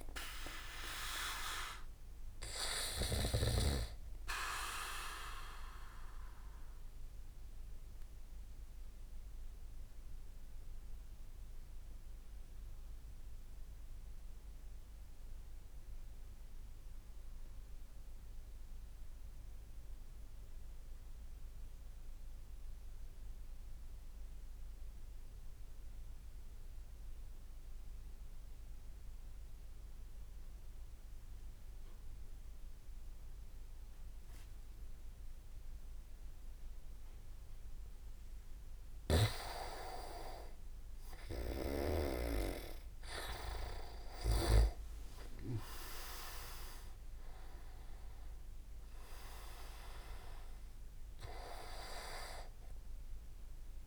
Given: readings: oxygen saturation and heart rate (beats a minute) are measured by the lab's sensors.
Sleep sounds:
breathing in sleep by a room microphone; 1
0.00-3.00 s: snoring (device-marked)
5.50-36.00 s: obstructive apnea (oxygen 99% before, 94% lowest)
11.50-19.50 s: oxygen desaturation (device-marked, oxygen 97% before, 94% lowest)
37.50-42.00 s: arousal
38.50-42.00 s: snoring (device-marked)
43.00-46.00 s: leg movement (device-marked)
From the record:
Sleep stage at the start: N2 (light sleep); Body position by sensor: on the back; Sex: male

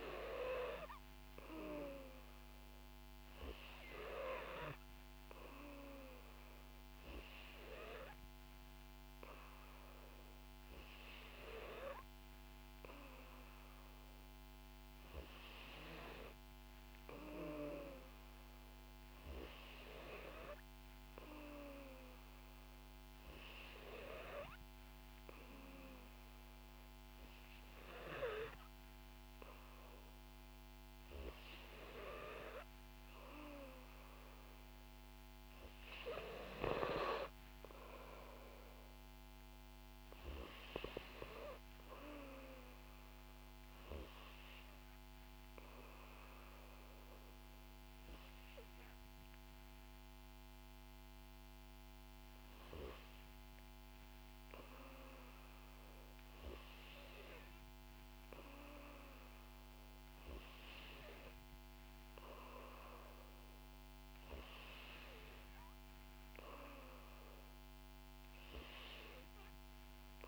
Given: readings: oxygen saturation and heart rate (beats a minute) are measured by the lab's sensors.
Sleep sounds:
breathing in sleep by a microphone on the trachea; none
none scored
From the record:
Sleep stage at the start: N2 (light sleep); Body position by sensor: on the back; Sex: female

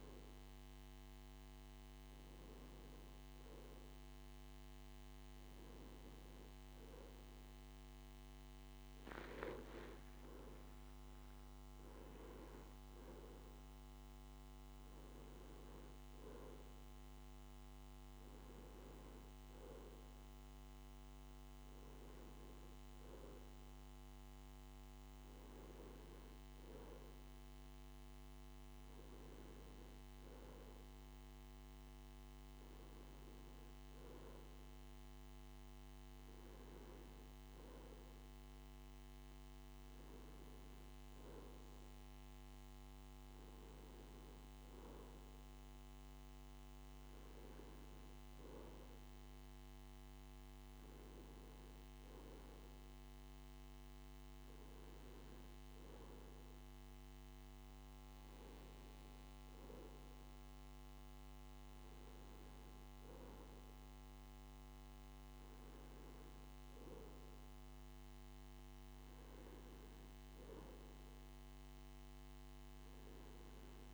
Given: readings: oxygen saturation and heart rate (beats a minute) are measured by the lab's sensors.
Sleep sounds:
breathing in sleep, hard to hear, by a microphone on the trachea; none
11.00-15.00 s: arousal
35.50-73.93 s: new sleep stage, N2 (light sleep)
From the record:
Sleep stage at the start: N1 (lightest sleep); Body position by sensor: on the left side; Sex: male

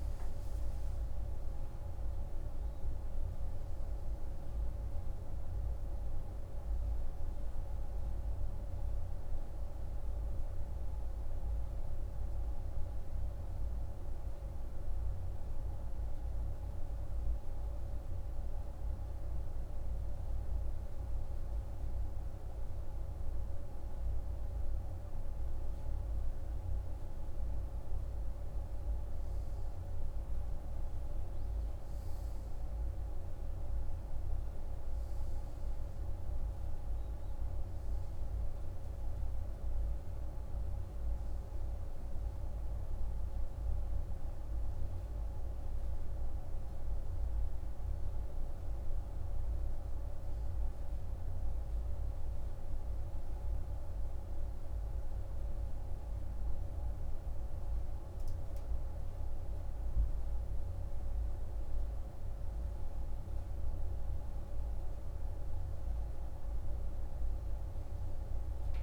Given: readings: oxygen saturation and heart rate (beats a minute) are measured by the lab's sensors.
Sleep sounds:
breathing in sleep, hard to hear, by a room microphone; none
none scored
From the record:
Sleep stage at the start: N2 (light sleep); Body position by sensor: on the right side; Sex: male

